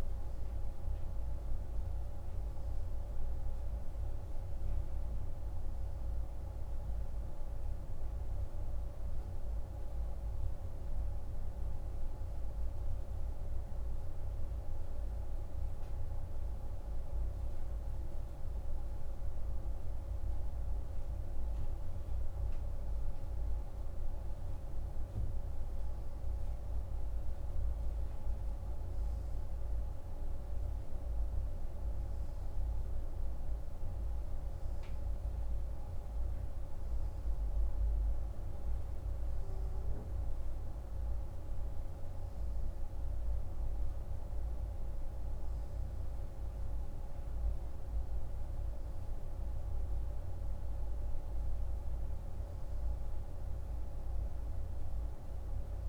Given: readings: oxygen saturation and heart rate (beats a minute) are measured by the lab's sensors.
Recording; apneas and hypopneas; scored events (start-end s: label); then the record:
breathing in sleep, hard to hear, by a room microphone; none
20.00-55.88 s: new sleep stage, N3 (deep sleep)
From the record:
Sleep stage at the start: N2 (light sleep); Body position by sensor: on the right side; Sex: male